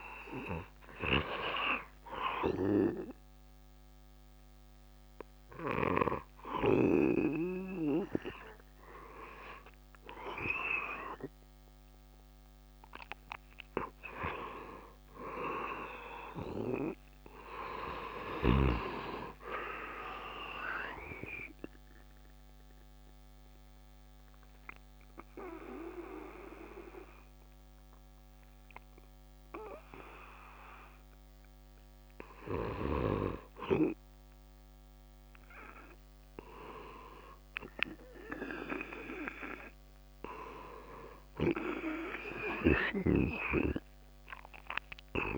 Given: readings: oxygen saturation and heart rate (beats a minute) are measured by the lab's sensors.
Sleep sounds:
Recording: a person partly awake in a sleep study, by a microphone on the trachea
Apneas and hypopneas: 1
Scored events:
5.00-45.38 s: new sleep stage, N2 (light sleep)
21.50-32.00 s: obstructive apnea (oxygen 99% before, 97% lowest)
33.50-37.50 s: arousal
From the record:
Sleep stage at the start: awake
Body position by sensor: on the back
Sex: male

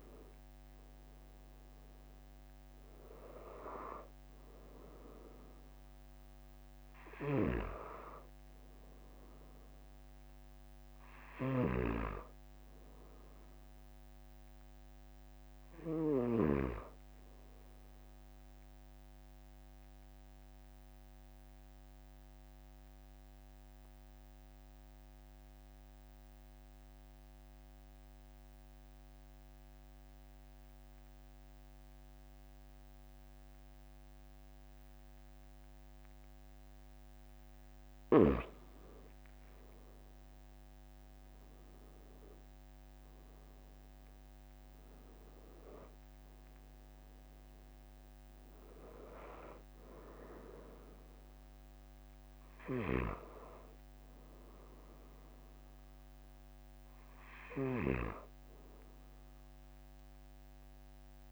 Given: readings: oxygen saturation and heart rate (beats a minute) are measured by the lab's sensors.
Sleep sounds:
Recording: breathing in sleep by a microphone on the trachea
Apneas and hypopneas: 1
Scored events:
0.00-2.00 s: arousal
7.00-16.50 s: snoring (device-marked)
19.50-37.50 s: mixed apnea (oxygen 96% before, 91% lowest, heart rate 44 before, 42 extreme, up 4 after)
39.50-45.00 s: arousal
46.00-61.32 s: oxygen desaturation (device-marked, oxygen 96% before, 91% lowest, heart rate 46 before, 42 extreme)
52.50-58.00 s: snoring (device-marked)
From the record:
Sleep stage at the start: N2 (light sleep)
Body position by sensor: on the back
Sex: male

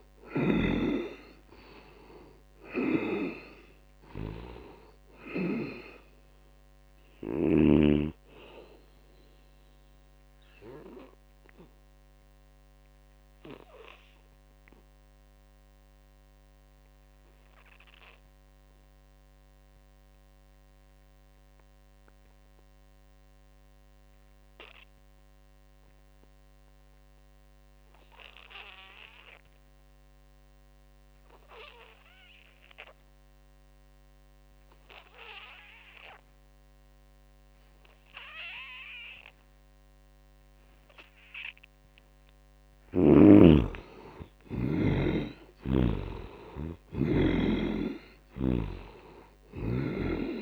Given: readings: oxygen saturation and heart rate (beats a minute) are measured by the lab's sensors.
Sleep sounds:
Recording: breathing in sleep by a microphone on the trachea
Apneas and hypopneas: 1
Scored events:
0.00-19.00 s: oxygen desaturation (device-marked, oxygen 70% lowest, heart rate 54 extreme)
8.50-41.00 s: obstructive apnea (oxygen 95% before, 70% lowest, heart rate 67 before, 68 extreme, up 6 after)
32.00-50.42 s: oxygen desaturation (device-marked, oxygen 99% before, 71% lowest, heart rate 79 before, 66 extreme)
42.00-46.00 s: arousal
45.00-48.50 s: snoring (device-marked)
From the record:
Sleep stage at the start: N2 (light sleep)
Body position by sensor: on the back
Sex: male

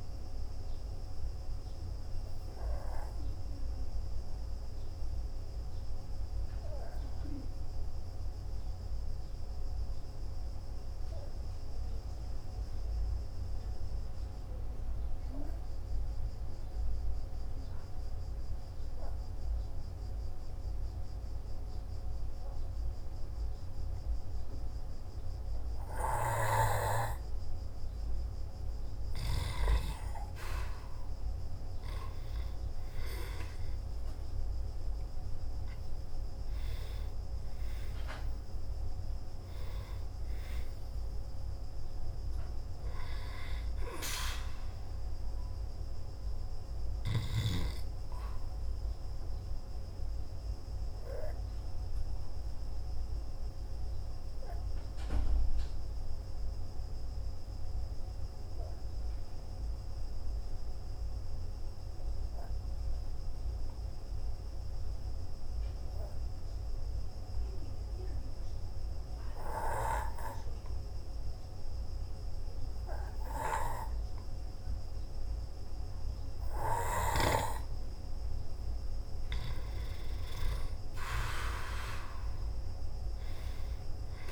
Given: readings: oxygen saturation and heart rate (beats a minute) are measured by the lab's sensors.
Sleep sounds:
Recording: breathing in sleep by a room microphone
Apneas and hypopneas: 2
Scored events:
0.00-24.00 s: oxygen desaturation (device-marked, oxygen 96% before, 89% lowest, heart rate 54 before, 49 extreme)
1.00-27.50 s: obstructive apnea (oxygen 97% before, 89% lowest, heart rate 55 before, 49 extreme, up 1 after)
30.00-35.50 s: arousal
37.00-42.00 s: oxygen desaturation (device-marked, oxygen 98% before, 94% lowest, heart rate 52 before, 55 extreme)
44.00-52.00 s: oxygen desaturation (device-marked, oxygen 97% before, 93% lowest, heart rate 54 before, 48 extreme)
50.50-78.00 s: hypopnea (oxygen 98% before, 90% lowest, heart rate 55 before, 48 extreme, up 5 after)
54.00-70.00 s: oxygen desaturation (device-marked, oxygen 95% before, 90% lowest, heart rate 56 before, 48 extreme)
From the record:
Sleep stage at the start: N2 (light sleep)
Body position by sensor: on the back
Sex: male

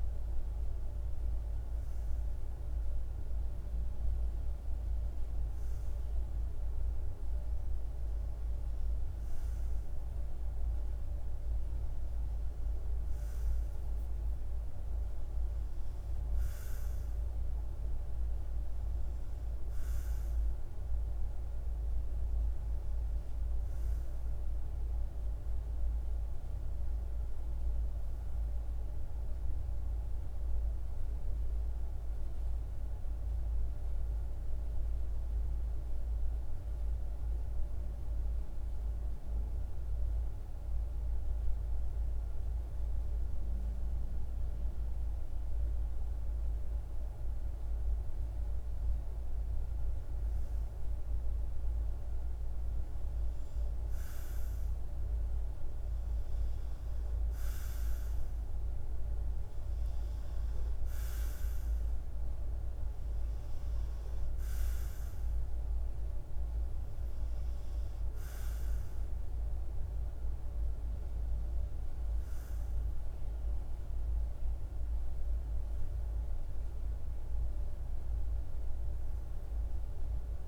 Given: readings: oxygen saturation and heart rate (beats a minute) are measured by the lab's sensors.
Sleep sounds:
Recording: breathing in sleep, hard to hear, by a room microphone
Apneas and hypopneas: 1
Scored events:
27.50-45.50 s: mixed apnea (oxygen 96% before, 92% lowest, heart rate 51 before, 50 extreme, up 0 after)
48.50-53.00 s: arousal
54.50-79.50 s: oxygen desaturation (device-marked, oxygen 97% before, 92% lowest, heart rate 51 before, 50 extreme)
From the record:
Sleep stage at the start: REM sleep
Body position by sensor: on the back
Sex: male

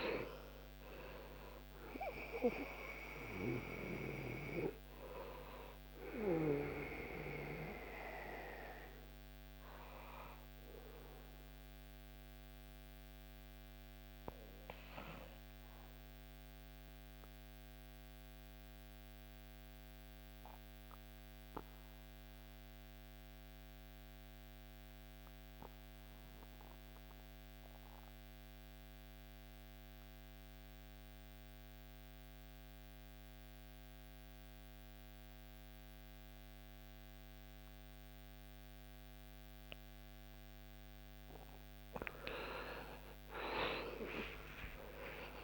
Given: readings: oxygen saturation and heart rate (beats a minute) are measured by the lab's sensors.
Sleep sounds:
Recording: breathing in sleep by a microphone on the trachea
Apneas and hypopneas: 1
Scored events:
0.00-22.00 s: oxygen desaturation (device-marked, oxygen 72% lowest, heart rate 68 extreme)
11.00-41.00 s: obstructive apnea (oxygen 95% before, 72% lowest, heart rate 82 before, 71 extreme, up 13 after)
31.00-45.44 s: new sleep stage, N2 (light sleep)
41.00-45.44 s: oxygen desaturation (device-marked, oxygen 96% before, 78% lowest, heart rate 76 before, 69 extreme)
43.50-45.44 s: arousal
From the record:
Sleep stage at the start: REM sleep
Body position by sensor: on the back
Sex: male

